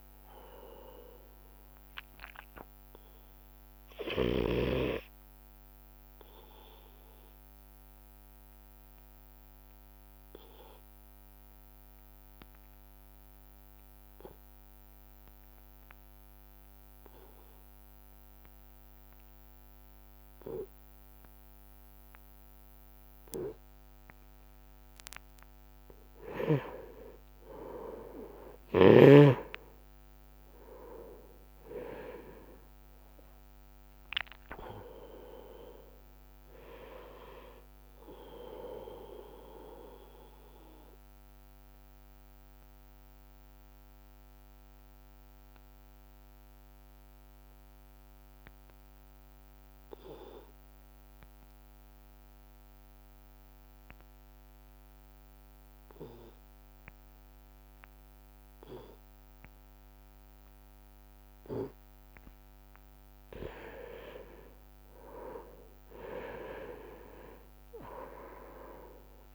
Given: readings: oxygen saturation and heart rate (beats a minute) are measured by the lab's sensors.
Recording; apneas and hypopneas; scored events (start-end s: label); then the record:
breathing in sleep by a microphone on the trachea; 2
6.50-26.00 s: obstructive apnea (oxygen 98% before, 87% lowest)
7.00-16.00 s: oxygen desaturation (device-marked, oxygen 94% before, 87% lowest)
27.50-32.50 s: arousal
33.00-54.00 s: oxygen desaturation (device-marked, oxygen 99% before, 88% lowest)
41.50-62.50 s: obstructive apnea (oxygen 99% before, 88% lowest)
66.00-69.35 s: arousal
67.00-69.35 s: oxygen desaturation (device-marked, oxygen 99% before, 89% lowest)
From the record:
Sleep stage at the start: N2 (light sleep); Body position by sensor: on the right side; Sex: male